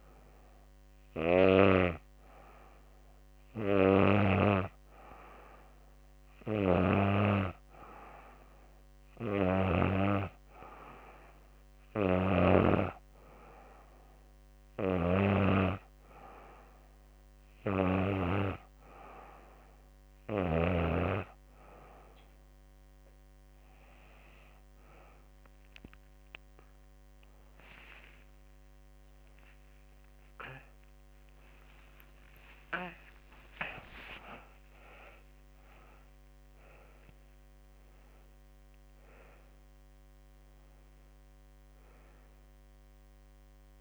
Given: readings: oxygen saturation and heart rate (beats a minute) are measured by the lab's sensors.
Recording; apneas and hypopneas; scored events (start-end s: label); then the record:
breathing in sleep by a microphone on the trachea; none
34.00-43.81 s: new sleep stage, awake
From the record:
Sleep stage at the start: N2 (light sleep); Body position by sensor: on the back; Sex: female